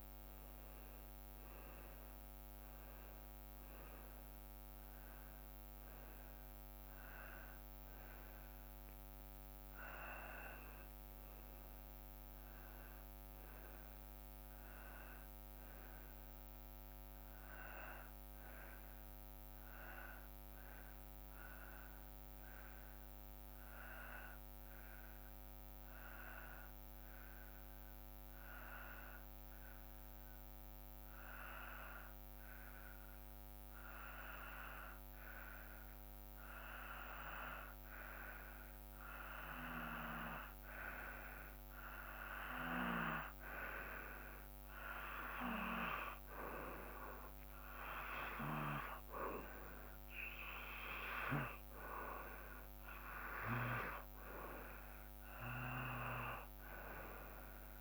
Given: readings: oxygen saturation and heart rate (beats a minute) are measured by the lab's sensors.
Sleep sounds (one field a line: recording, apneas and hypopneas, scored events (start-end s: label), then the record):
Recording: breathing in sleep by a microphone on the trachea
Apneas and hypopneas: 1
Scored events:
0.00-16.00 s: oxygen desaturation (device-marked, oxygen 88% lowest, heart rate 56 extreme)
16.50-20.00 s: arousal
22.00-39.00 s: hypopnea (oxygen 96% before, 91% lowest, heart rate 58 before, 57 extreme, up 3 after)
41.00-44.50 s: arousal
41.00-57.81 s: oxygen desaturation (device-marked, oxygen 96% before, 91% lowest, heart rate 57 before, 56 extreme)
From the record:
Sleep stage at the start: N2 (light sleep)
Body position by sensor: on the back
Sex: male